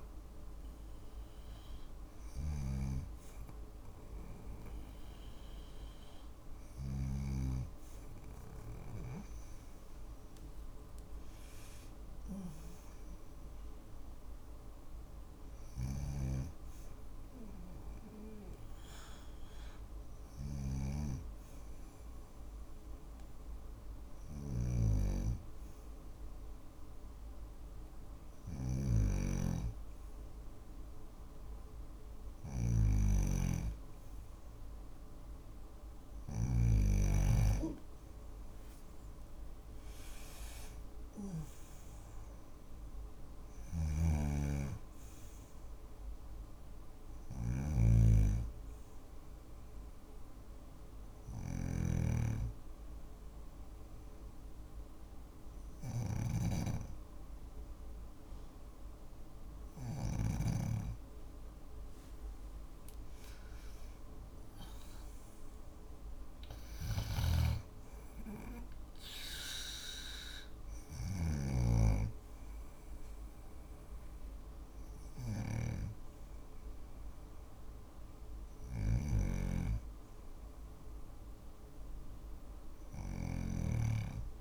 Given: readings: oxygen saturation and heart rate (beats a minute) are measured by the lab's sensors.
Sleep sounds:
breathing in sleep by a room microphone; 1
0.00-6.00 s: snoring (device-marked)
14.50-35.50 s: snoring (device-marked)
37.00-41.00 s: arousal
42.50-59.00 s: snoring (device-marked)
49.00-60.50 s: hypopnea (oxygen 96% before, 93% lowest, heart rate 55 before, 52 extreme, up 5 after)
62.00-65.00 s: arousal
66.00-84.41 s: snoring (device-marked)
From the record:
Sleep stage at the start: N2 (light sleep); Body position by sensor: on the back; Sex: female

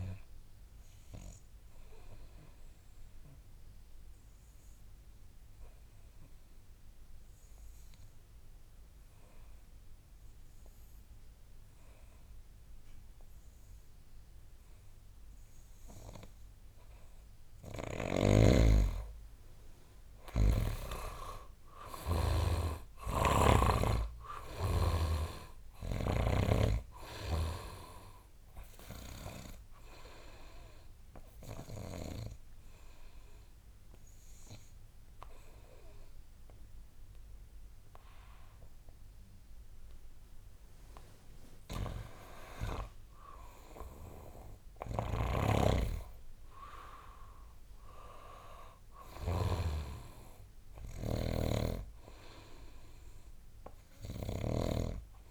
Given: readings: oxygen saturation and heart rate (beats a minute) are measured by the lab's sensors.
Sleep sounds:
breathing in sleep by a room microphone; 2
0.00-16.00 s: oxygen desaturation (device-marked, oxygen 87% lowest, heart rate 54 extreme)
2.00-17.00 s: obstructive apnea (oxygen 99% before, 87% lowest, heart rate 75 before, 56 extreme, up 30 after)
19.50-23.00 s: arousal
21.00-46.00 s: oxygen desaturation (device-marked, oxygen 99% before, 87% lowest, heart rate 63 before, 57 extreme)
23.00-26.50 s: snoring (device-marked)
31.00-41.50 s: obstructive apnea (oxygen 99% before, 87% lowest, heart rate 75 before, 57 extreme, up 19 after)
45.50-55.00 s: snoring (device-marked)
47.50-51.00 s: arousal
From the record:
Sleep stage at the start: N2 (light sleep); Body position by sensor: on the back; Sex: male

